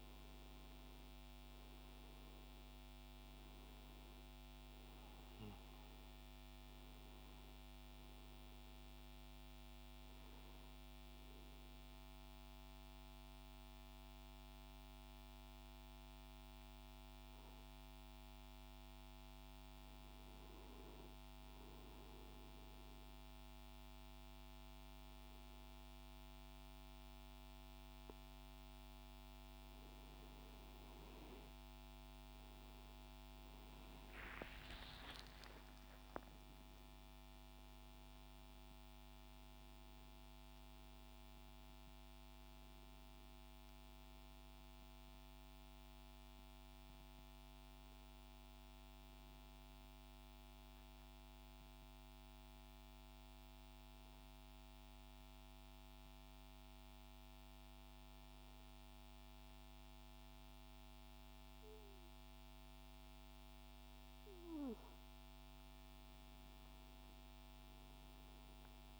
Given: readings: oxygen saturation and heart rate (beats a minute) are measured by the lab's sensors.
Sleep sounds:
breathing in sleep, hard to hear, by a microphone on the trachea; 2
0.00-5.00 s: oxygen desaturation (device-marked, oxygen 90% lowest, heart rate 65 extreme)
8.50-19.00 s: hypopnea (oxygen 96% before, 93% lowest, heart rate 72 before, 65 extreme, up 3 after)
34.00-37.50 s: arousal
50.50-64.00 s: obstructive apnea (oxygen 97% before, 93% lowest, heart rate 70 before, 66 extreme, up 2 after)
67.00-69.00 s: arousal
From the record:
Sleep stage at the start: N2 (light sleep); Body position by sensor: on the back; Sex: male

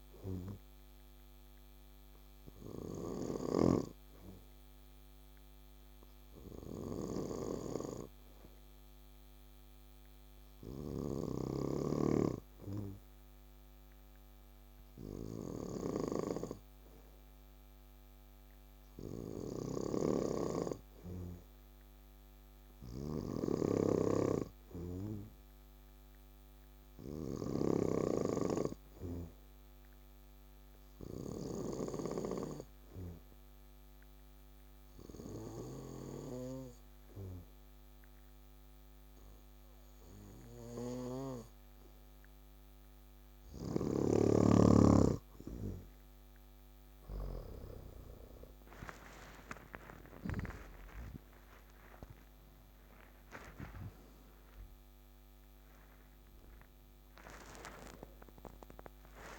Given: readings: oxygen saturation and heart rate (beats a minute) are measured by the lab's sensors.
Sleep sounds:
breathing in sleep by a microphone on the trachea; 1
0.00-3.50 s: snoring (device-marked)
2.50-43.00 s: obstructive apnea (oxygen 100% before, 91% lowest, heart rate 62 before, 61 extreme, up 8 after)
19.50-27.50 s: snoring (device-marked)
47.50-52.00 s: arousal
From the record:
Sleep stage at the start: N2 (light sleep); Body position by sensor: on the back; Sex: male

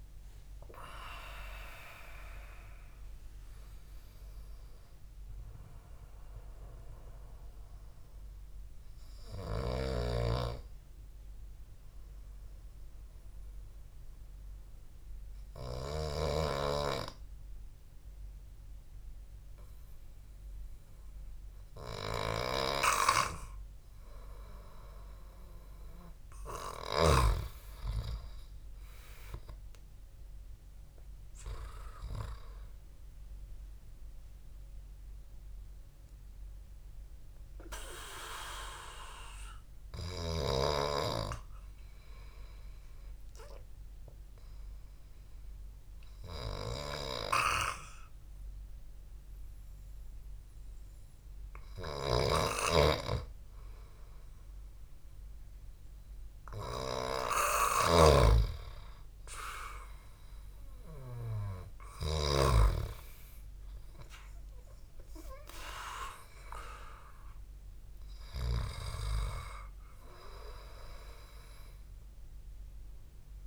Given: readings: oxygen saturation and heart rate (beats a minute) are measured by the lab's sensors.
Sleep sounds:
breathing in sleep by a room microphone; 1
10.00-16.50 s: snoring (device-marked)
11.00-24.50 s: hypopnea (oxygen 97% before, 94% lowest, heart rate 92 before, 57 extreme, up 7 after)
16.00-73.47 s: new sleep stage, N2 (light sleep)
26.00-30.50 s: arousal
52.00-63.00 s: snoring (device-marked)
63.50-67.50 s: arousal
From the record:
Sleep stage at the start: N1 (lightest sleep); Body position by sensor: on the back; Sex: male

